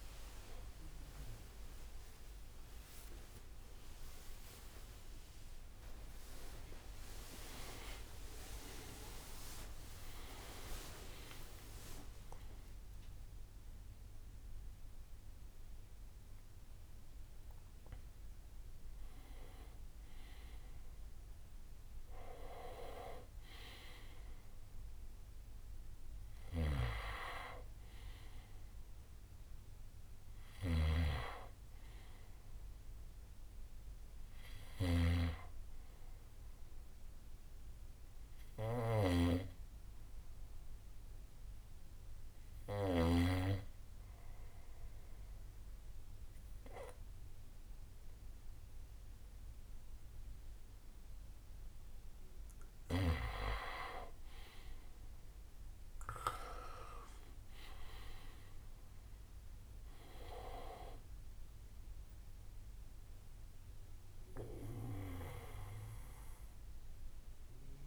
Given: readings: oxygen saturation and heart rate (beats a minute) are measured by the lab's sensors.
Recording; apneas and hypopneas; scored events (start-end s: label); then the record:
a person partly awake in a sleep study, by a room microphone; 1
0.00-6.00 s: oxygen desaturation (device-marked, oxygen 84% lowest, heart rate 60 extreme)
0.50-2.50 s: long interval between heartbeats (device-marked, heart rate 124 before, 116 extreme)
6.00-8.00 s: long interval between heartbeats (device-marked, heart rate 127 before, 87 extreme)
7.00-14.00 s: tachycardia (device-marked, heart rate 71 before, 109 extreme)
8.00-67.87 s: new sleep stage, N1 (lightest sleep)
11.00-13.00 s: long interval between heartbeats (device-marked, heart rate 116 before, 106 extreme)
26.50-43.00 s: snoring (device-marked)
40.00-52.50 s: hypopnea (oxygen 98% before, 88% lowest, heart rate 67 before, 58 extreme, up 5 after)
47.00-67.87 s: oxygen desaturation (device-marked, oxygen 96% before, 90% lowest, heart rate 64 before, 58 extreme)
58.00-62.50 s: arousal
From the record:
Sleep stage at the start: awake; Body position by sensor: on the back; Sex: male